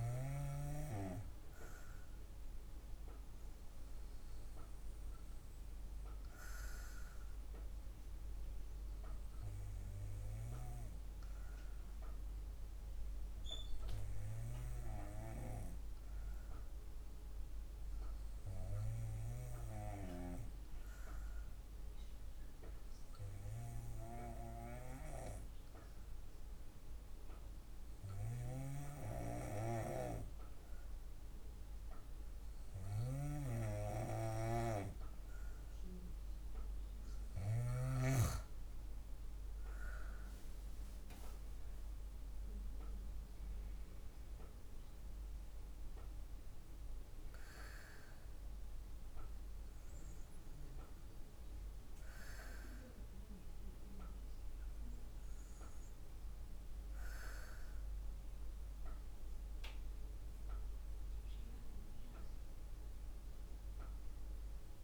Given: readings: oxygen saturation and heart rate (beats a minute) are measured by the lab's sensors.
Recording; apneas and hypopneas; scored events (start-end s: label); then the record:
breathing in sleep by a room microphone; 1
0.00-3.00 s: arousal
7.50-34.00 s: hypopnea (oxygen 96% before, 92% lowest, heart rate 58 before, 52 extreme, up 6 after)
38.50-43.00 s: arousal
56.00-64.84 s: new sleep stage, REM sleep
From the record:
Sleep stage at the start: N2 (light sleep); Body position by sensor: on the back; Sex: female